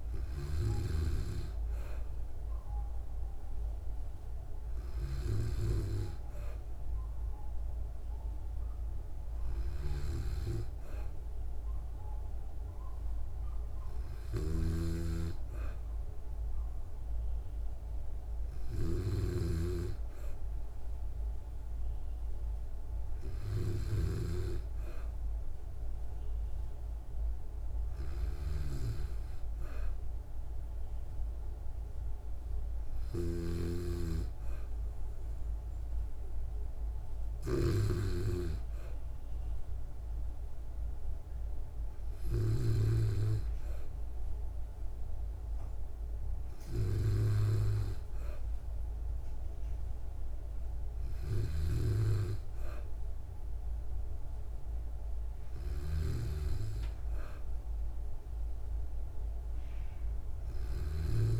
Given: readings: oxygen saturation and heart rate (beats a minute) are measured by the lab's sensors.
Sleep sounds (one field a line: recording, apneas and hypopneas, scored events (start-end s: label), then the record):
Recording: breathing in sleep by a room microphone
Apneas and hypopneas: none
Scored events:
14.00-24.00 s: snoring (device-marked)
33.00-42.50 s: snoring (device-marked)
From the record:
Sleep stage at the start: N2 (light sleep)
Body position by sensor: on the back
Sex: female